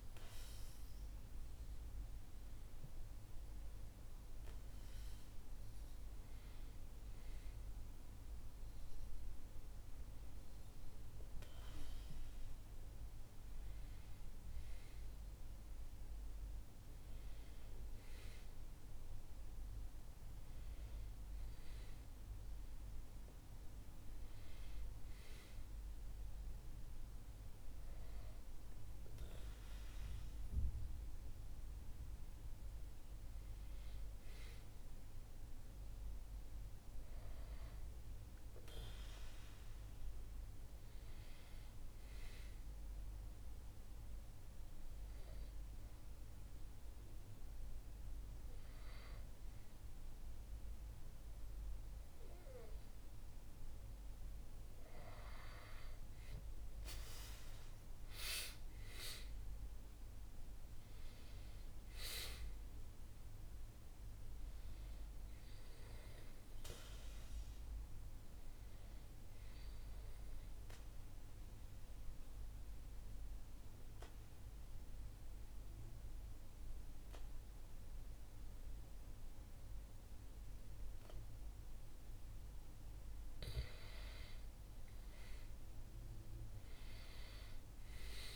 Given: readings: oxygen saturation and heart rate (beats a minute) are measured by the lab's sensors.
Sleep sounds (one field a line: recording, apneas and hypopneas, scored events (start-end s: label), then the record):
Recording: breathing in sleep by a room microphone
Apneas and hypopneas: 2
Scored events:
30.00-35.50 s: arousal
42.00-55.00 s: hypopnea (oxygen 96% before, 92% lowest, heart rate 70 before, 67 extreme, up 4 after)
56.50-60.00 s: arousal
70.00-82.00 s: obstructive apnea (oxygen 95% before, 92% lowest, heart rate 71 before, 63 extreme, up 3 after)
85.00-88.00 s: arousal
From the record:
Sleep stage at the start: N2 (light sleep)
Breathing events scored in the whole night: 440 in 6.9 hours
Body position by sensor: on the back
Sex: male